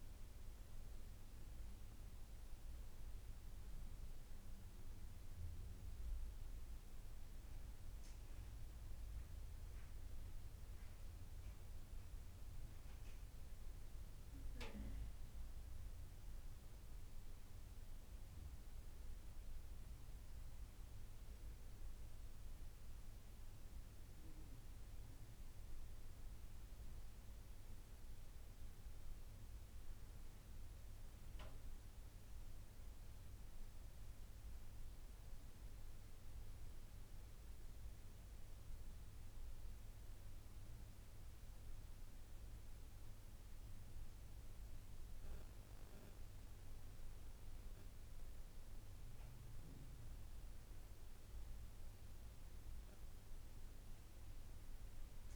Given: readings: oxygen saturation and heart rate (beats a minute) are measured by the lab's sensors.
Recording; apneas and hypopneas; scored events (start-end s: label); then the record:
breathing in sleep, hard to hear, by a room microphone; none
none scored
From the record:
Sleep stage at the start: N2 (light sleep); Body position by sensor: on the right side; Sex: female